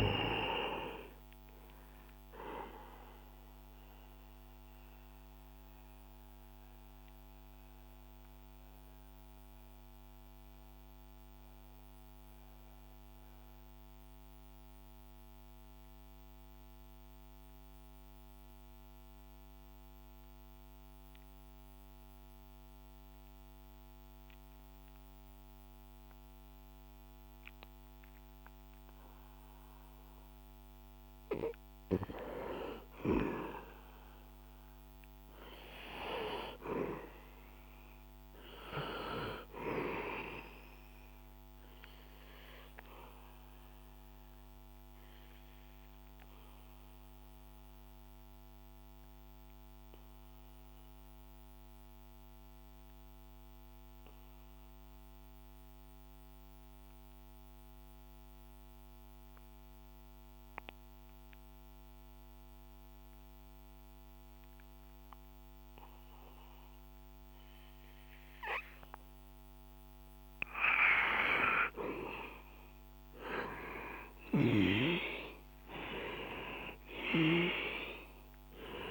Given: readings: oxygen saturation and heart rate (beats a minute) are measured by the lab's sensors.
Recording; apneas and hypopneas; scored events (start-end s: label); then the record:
breathing in sleep by a microphone on the trachea; 2
0.00-16.50 s: oxygen desaturation (device-marked, oxygen 87% lowest, heart rate 61 extreme)
2.50-30.00 s: mixed apnea (oxygen 98% before, 87% lowest, heart rate 68 before, 61 extreme, up 6 after)
33.50-38.00 s: arousal
34.50-61.50 s: oxygen desaturation (device-marked, oxygen 98% before, 89% lowest, heart rate 64 before, 63 extreme)
42.50-68.50 s: obstructive apnea (oxygen 99% before, 89% lowest, heart rate 64 before, 62 extreme, up 7 after)
72.00-78.00 s: arousal
72.50-78.91 s: oxygen desaturation (device-marked, oxygen 97% before, 90% lowest, heart rate 64 before, 61 extreme)
From the record:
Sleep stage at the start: N2 (light sleep); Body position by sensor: on the back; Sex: male